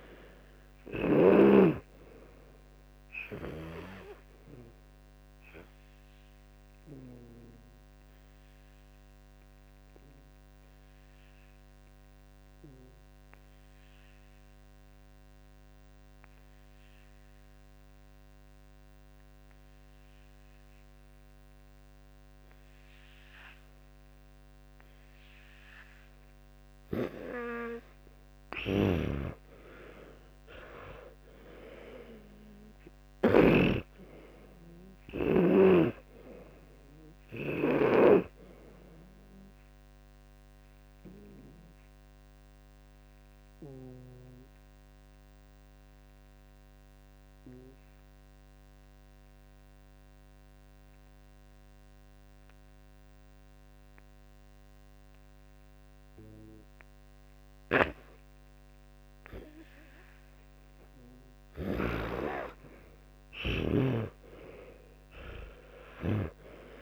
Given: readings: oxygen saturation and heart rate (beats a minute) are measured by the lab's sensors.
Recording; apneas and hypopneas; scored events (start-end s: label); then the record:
breathing in sleep by a microphone on the trachea; 2
0.00-1.00 s: arousal
0.00-1.50 s: snoring (device-marked)
3.50-31.50 s: oxygen desaturation (device-marked, oxygen 98% before, 88% lowest, heart rate 66 before, 57 extreme)
9.00-28.00 s: obstructive apnea (oxygen 98% before, 88% lowest, heart rate 68 before, 57 extreme, up 16 after)
28.50-33.50 s: snoring (device-marked)
31.50-35.50 s: arousal
38.50-48.50 s: oxygen desaturation (device-marked, oxygen 98% before, 90% lowest, heart rate 65 before, 57 extreme)
44.00-61.00 s: obstructive apnea (oxygen 98% before, 88% lowest, heart rate 68 before, 58 extreme, up 19 after)
54.50-66.81 s: oxygen desaturation (device-marked, oxygen 91% before, 88% lowest, heart rate 65 before, 58 extreme)
61.50-66.00 s: snoring (device-marked)
64.00-66.81 s: arousal
From the record:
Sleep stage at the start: N2 (light sleep); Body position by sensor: on the back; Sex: male